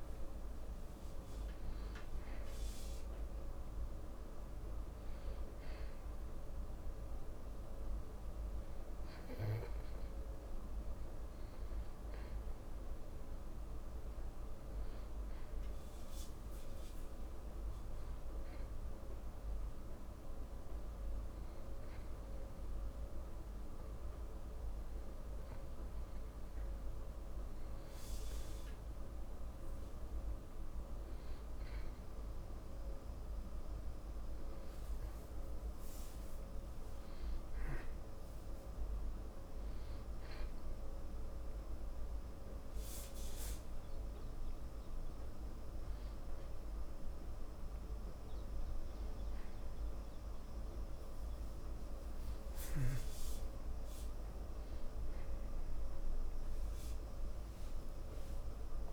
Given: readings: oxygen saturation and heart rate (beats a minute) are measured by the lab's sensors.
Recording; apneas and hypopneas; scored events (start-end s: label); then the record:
a person partly awake in a sleep study, hard to hear, by a room microphone; none
9.00-58.93 s: new sleep stage, N1 (lightest sleep)
55.50-58.93 s: arousal
From the record:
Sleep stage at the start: awake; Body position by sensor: on the back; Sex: male